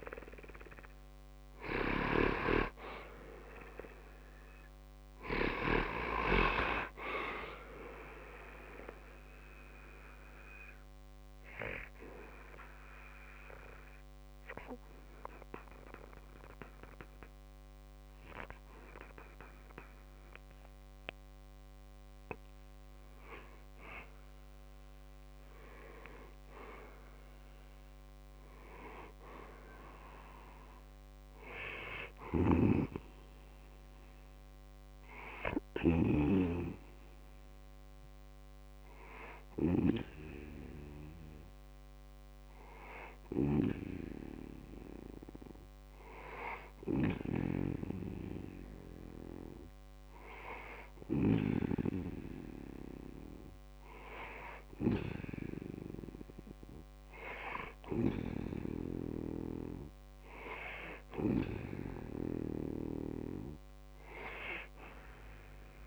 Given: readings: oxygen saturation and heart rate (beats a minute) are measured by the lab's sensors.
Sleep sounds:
breathing in sleep by a microphone on the trachea; 2
0.00-3.50 s: arousal
5.00-16.00 s: oxygen desaturation (device-marked, oxygen 94% before, 91% lowest, heart rate 62 before, 56 extreme)
9.00-22.00 s: obstructive apnea (oxygen 94% before, 91% lowest, heart rate 62 before, 56 extreme)
23.00-27.00 s: arousal
31.50-35.50 s: snoring (device-marked)
35.00-47.00 s: oxygen desaturation (device-marked, oxygen 96% before, 92% lowest, heart rate 79 before, 60 extreme)
36.50-50.00 s: hypopnea (oxygen 96% before, 92% lowest, heart rate 80 before, 60 extreme, up 0 after)
42.50-50.50 s: snoring (device-marked)
From the record:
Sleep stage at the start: N2 (light sleep); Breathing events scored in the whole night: 174 in 4.2 hours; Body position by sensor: on the back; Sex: male

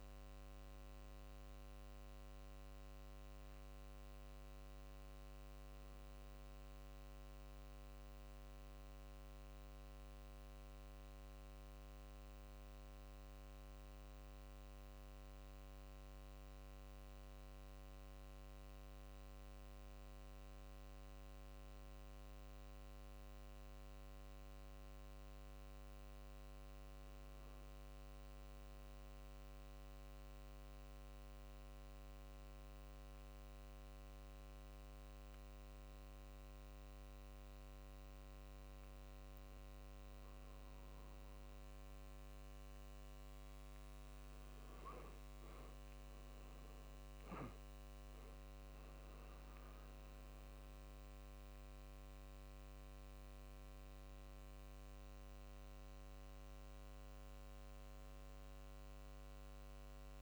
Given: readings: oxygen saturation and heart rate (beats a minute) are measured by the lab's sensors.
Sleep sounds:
a person awake in a sleep study, hard to hear, by a microphone on the trachea; none
none scored
From the record:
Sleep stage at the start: awake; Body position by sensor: on the back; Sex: male

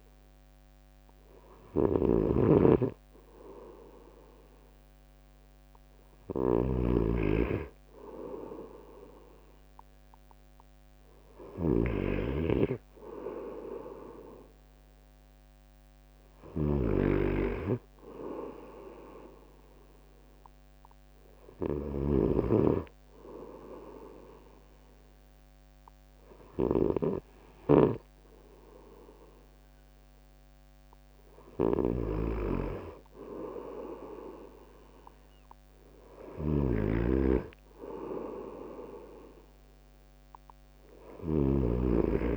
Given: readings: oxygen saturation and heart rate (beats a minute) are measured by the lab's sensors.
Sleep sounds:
breathing in sleep by a microphone on the trachea; none
none scored
From the record:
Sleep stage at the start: N2 (light sleep); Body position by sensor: on the right side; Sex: male

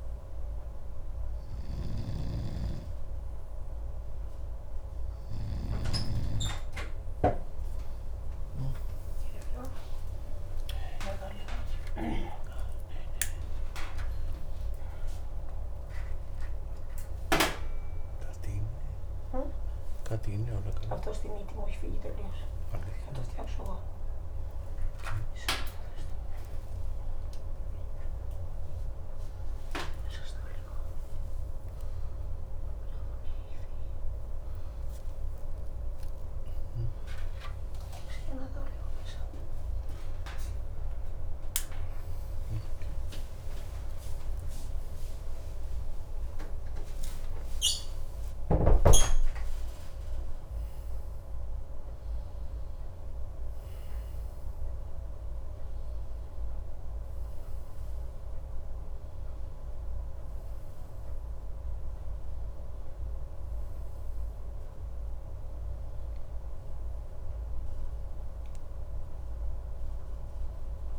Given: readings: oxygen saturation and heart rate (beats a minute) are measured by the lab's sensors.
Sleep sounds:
a person awake in a sleep study, by a room microphone; none
19.00-70.99 s: new sleep stage, awake
From the record:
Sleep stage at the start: N2 (light sleep); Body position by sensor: on the left side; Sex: male

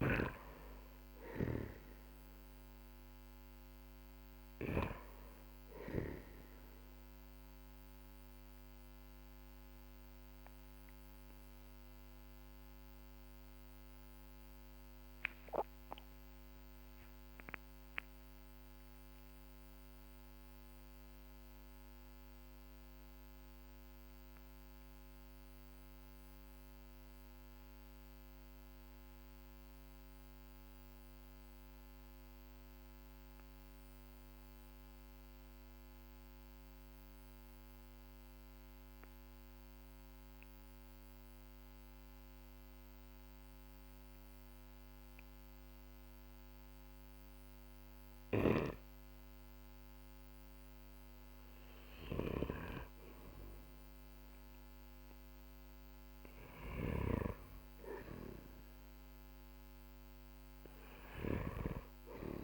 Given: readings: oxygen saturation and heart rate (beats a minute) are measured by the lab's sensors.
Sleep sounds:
breathing in sleep by a microphone on the trachea; 1
0.00-4.00 s: snoring (device-marked)
0.00-39.00 s: oxygen desaturation (device-marked, oxygen 92% lowest, heart rate 43 extreme)
8.00-49.50 s: obstructive apnea (oxygen 98% before, 92% lowest, heart rate 49 before, 43 extreme, up 12 after)
47.00-60.50 s: snoring (device-marked)
50.00-62.44 s: oxygen desaturation (device-marked, oxygen 99% before, 92% lowest, heart rate 49 before, 43 extreme)
51.50-56.50 s: arousal
From the record:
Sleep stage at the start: N2 (light sleep); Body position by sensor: on the back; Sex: male

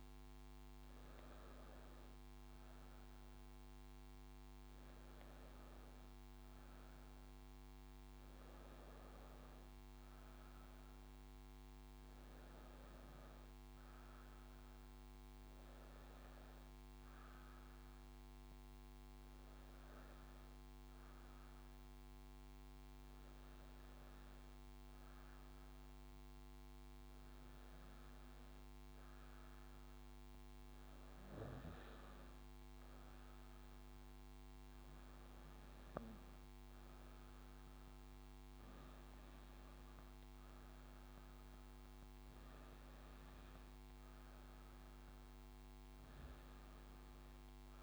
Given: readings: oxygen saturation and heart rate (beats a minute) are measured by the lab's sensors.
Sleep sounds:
breathing in sleep, hard to hear, by a microphone on the trachea; 1
19.00-34.50 s: hypopnea (oxygen 97% before, 91% lowest, heart rate 76 before, 71 extreme, up 1 after)
28.50-47.83 s: oxygen desaturation (device-marked, oxygen 95% before, 91% lowest, heart rate 73 before, 67 extreme)
37.50-41.00 s: arousal
39.50-47.83 s: new sleep stage, N2 (light sleep)
From the record:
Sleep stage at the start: N1 (lightest sleep); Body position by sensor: on the back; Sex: female

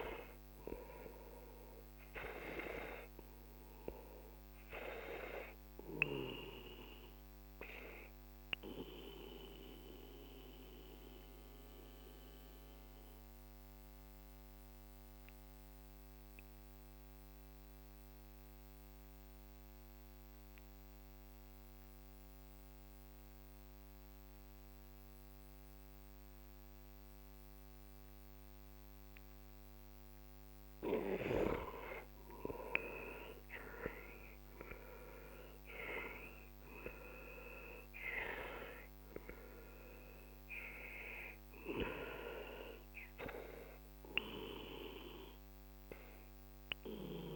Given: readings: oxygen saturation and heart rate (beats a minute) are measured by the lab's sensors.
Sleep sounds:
breathing in sleep by a microphone on the trachea; 1
0.00-18.00 s: oxygen desaturation (device-marked, oxygen 98% before, 90% lowest, heart rate 50 before, 43 extreme)
7.00-32.50 s: mixed apnea (oxygen 98% before, 90% lowest, heart rate 54 before, 42 extreme, up 14 after)
34.00-38.00 s: arousal
34.00-47.36 s: oxygen desaturation (device-marked, oxygen 97% before, 90% lowest, heart rate 48 before, 42 extreme)
From the record:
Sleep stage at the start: N2 (light sleep); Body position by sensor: on the back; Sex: male

